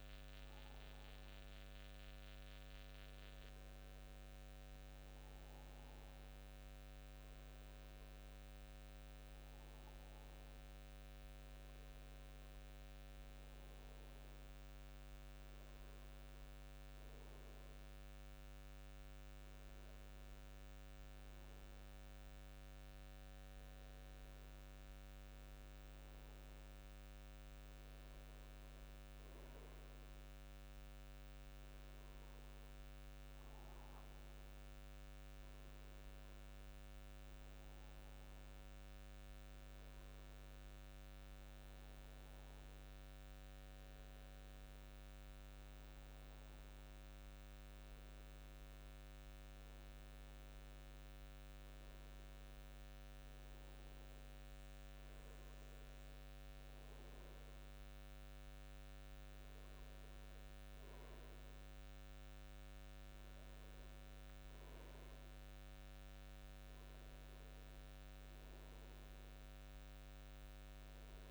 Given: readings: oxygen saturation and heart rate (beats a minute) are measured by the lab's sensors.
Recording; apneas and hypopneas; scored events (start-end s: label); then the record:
breathing in sleep, hard to hear, by a microphone on the trachea; none
none scored
From the record:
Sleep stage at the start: N2 (light sleep); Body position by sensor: on the front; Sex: male